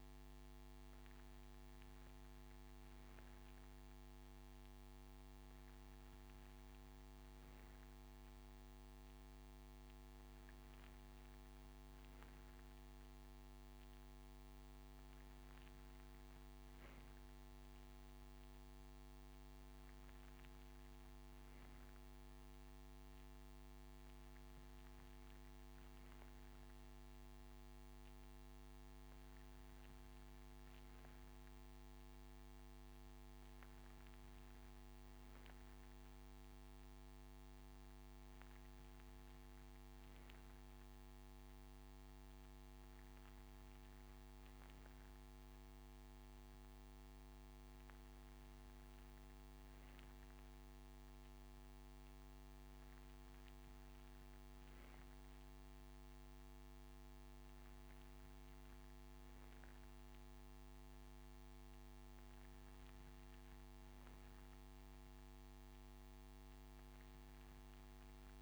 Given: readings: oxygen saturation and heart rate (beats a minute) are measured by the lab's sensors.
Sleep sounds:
breathing in sleep, hard to hear, by a microphone on the trachea; none
none scored
From the record:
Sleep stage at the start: N3 (deep sleep); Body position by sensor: on the right side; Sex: male

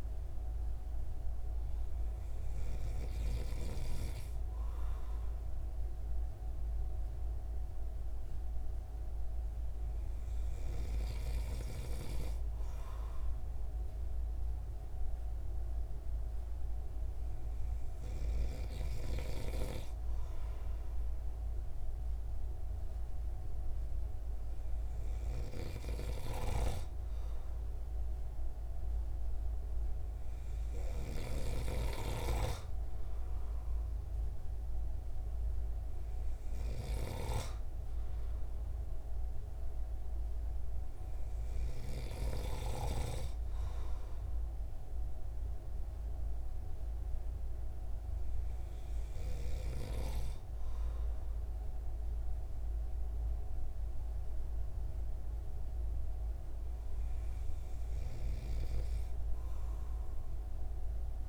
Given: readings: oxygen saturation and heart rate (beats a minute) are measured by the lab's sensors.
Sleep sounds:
breathing in sleep by a room microphone; none
31.50-43.00 s: snoring (device-marked)
From the record:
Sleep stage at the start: N2 (light sleep); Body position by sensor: on the right side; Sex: male

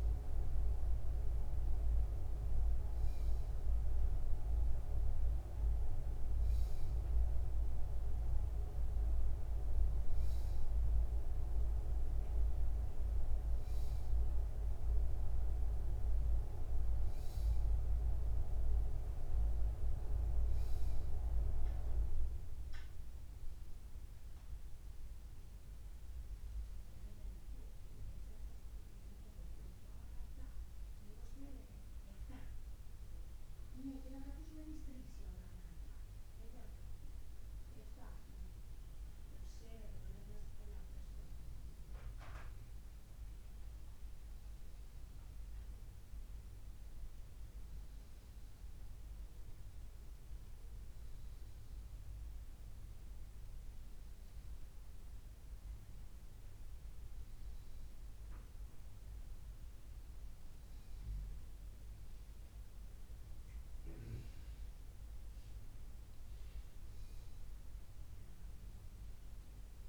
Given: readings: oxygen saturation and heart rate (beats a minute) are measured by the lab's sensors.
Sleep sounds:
breathing in sleep by a room microphone; none
53.00-57.00 s: arousal
From the record:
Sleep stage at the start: N2 (light sleep); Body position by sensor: upright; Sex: male

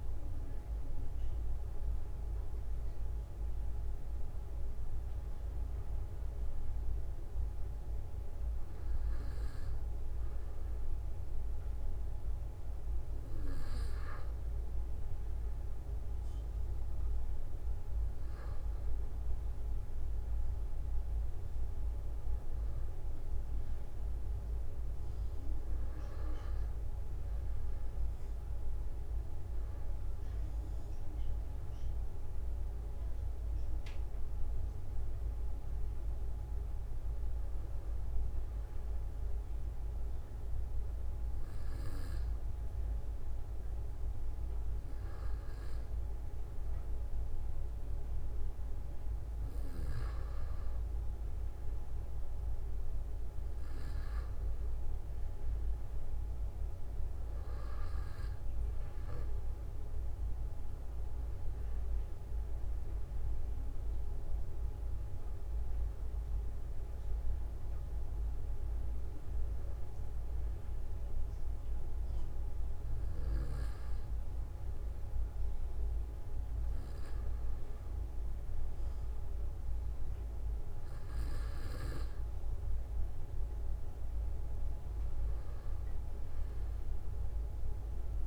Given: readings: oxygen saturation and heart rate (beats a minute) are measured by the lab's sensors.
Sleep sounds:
breathing in sleep, hard to hear, by a room microphone; none
2.00-4.00 s: long interval between heartbeats (device-marked, heart rate 57 before, 57 extreme)
6.00-8.00 s: long interval between heartbeats (device-marked, heart rate 59 before, 67 extreme)
32.50-34.50 s: long interval between heartbeats (device-marked, heart rate 48 before, 57 extreme)
49.00-51.00 s: long interval between heartbeats (device-marked, heart rate 50 before, 56 extreme)
From the record:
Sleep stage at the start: N2 (light sleep); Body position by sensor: on the back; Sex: male

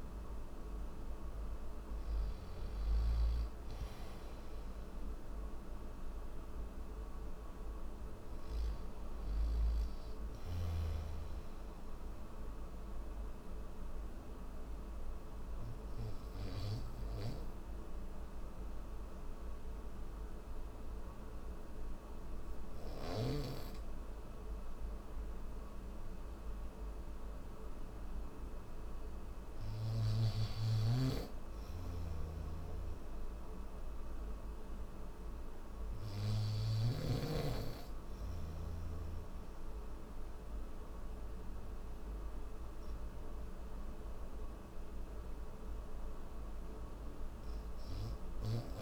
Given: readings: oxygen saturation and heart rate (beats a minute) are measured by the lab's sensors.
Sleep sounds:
breathing in sleep by a room microphone; none
0.00-2.00 s: snoring (device-marked)
0.00-3.00 s: oxygen desaturation (device-marked, oxygen 89% lowest, heart rate 63 extreme)
30.00-36.50 s: snoring (device-marked)
33.00-47.00 s: oxygen desaturation (device-marked, oxygen 98% before, 94% lowest, heart rate 68 before, 63 extreme)
From the record:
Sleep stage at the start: N1 (lightest sleep); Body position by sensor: on the back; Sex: male

